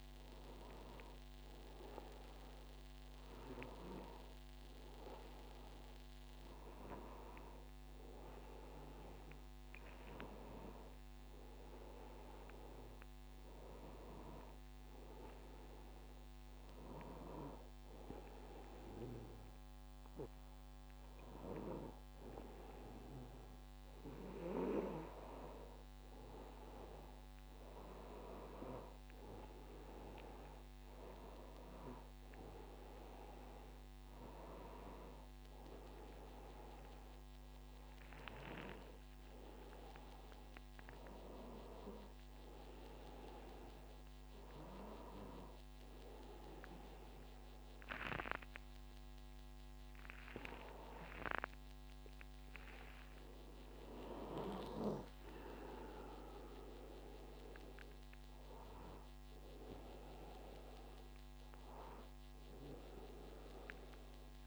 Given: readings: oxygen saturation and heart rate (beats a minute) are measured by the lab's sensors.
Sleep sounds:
a person partly awake in a sleep study, by a microphone on the trachea; none
35.50-64.47 s: new sleep stage, awake
61.50-64.47 s: oxygen desaturation (device-marked, oxygen 96% before, 93% lowest, heart rate 95 before, 95 extreme)
From the record:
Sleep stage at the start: N2 (light sleep); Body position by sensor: on the back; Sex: male

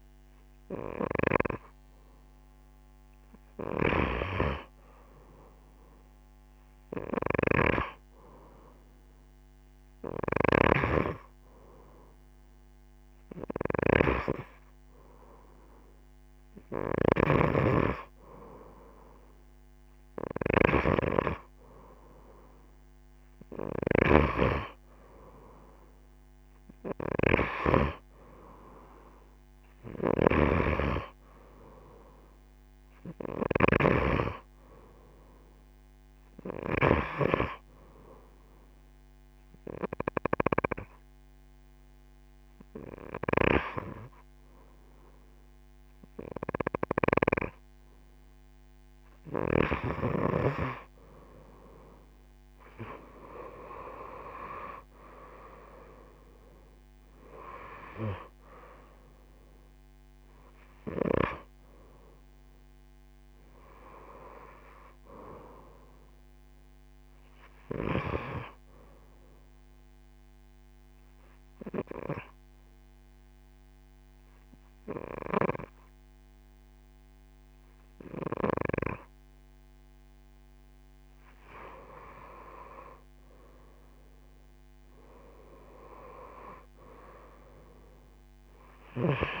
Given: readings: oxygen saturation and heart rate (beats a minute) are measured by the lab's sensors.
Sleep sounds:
breathing in sleep by a microphone on the trachea; 2
0.00-7.00 s: oxygen desaturation (device-marked, oxygen 89% lowest)
30.00-34.00 s: snoring (device-marked)
32.00-35.50 s: arousal
38.50-51.00 s: hypopnea (oxygen 93% before, 87% lowest)
54.50-58.00 s: arousal
56.00-78.00 s: oxygen desaturation (device-marked, oxygen 92% before, 87% lowest)
70.00-81.50 s: obstructive apnea (oxygen 92% before, 87% lowest)
85.00-88.00 s: arousal
From the record:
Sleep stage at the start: N2 (light sleep); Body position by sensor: on the right side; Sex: female

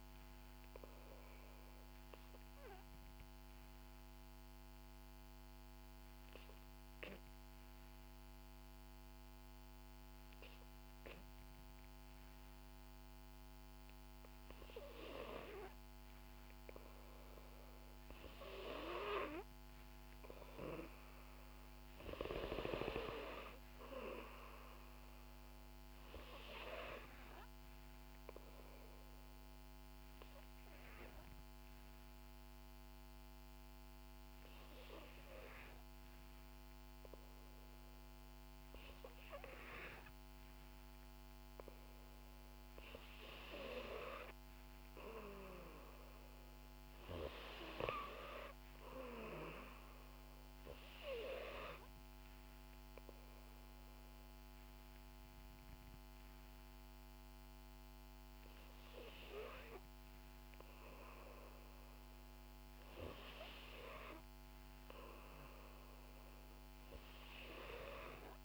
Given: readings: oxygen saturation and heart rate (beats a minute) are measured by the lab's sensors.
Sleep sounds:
breathing in sleep by a microphone on the trachea; 3
0.50-14.00 s: obstructive apnea (oxygen 94% before, 91% lowest, heart rate 61 before, 58 extreme, up 4 after)
1.00-17.00 s: oxygen desaturation (device-marked, oxygen 94% before, 91% lowest, heart rate 61 before, 58 extreme)
17.50-21.50 s: arousal
27.50-41.00 s: obstructive apnea (oxygen 95% before, 90% lowest, heart rate 60 before, 59 extreme, up 3 after)
43.50-46.50 s: arousal
50.50-62.00 s: obstructive apnea (oxygen 95% before, 90% lowest, heart rate 60 before, 59 extreme, up 1 after)
64.00-67.00 s: arousal
From the record:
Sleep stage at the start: N2 (light sleep); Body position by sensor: on the back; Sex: female

